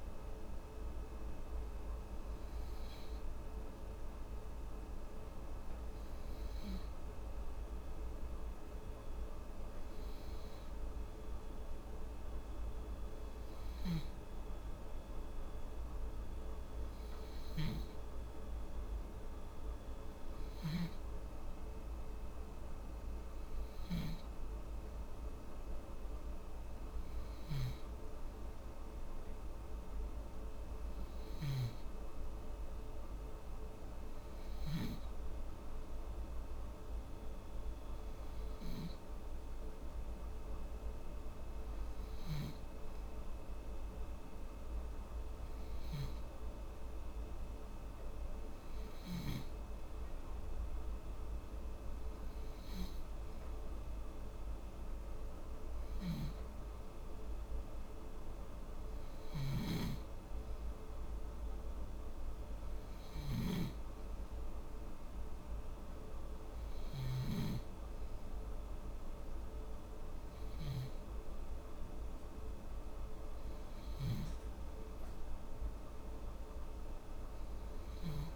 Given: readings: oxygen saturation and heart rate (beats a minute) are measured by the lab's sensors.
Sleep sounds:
breathing in sleep, hard to hear, by a room microphone; none
59.50-67.50 s: snoring (device-marked)
From the record:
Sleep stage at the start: N2 (light sleep); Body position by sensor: on the back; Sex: female

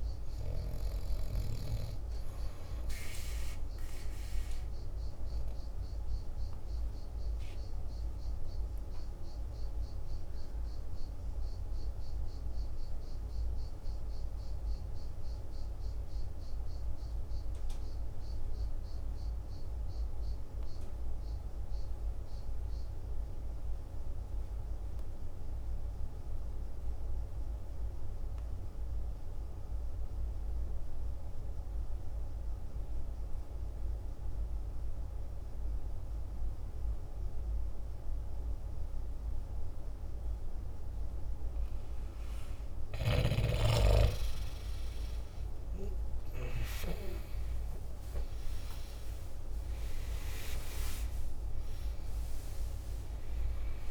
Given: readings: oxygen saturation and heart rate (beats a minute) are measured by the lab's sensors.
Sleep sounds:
breathing in sleep by a room microphone; 1
0.00-14.50 s: oxygen desaturation (device-marked, oxygen 86% lowest, heart rate 50 extreme)
5.50-38.50 s: mixed apnea (oxygen 97% before, 82% lowest, heart rate 56 before, 49 extreme, up 7 after)
32.50-53.91 s: oxygen desaturation (device-marked, oxygen 98% before, 82% lowest, heart rate 51 before, 48 extreme)
44.00-49.00 s: arousal
From the record:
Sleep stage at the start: N2 (light sleep); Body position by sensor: on the back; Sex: male

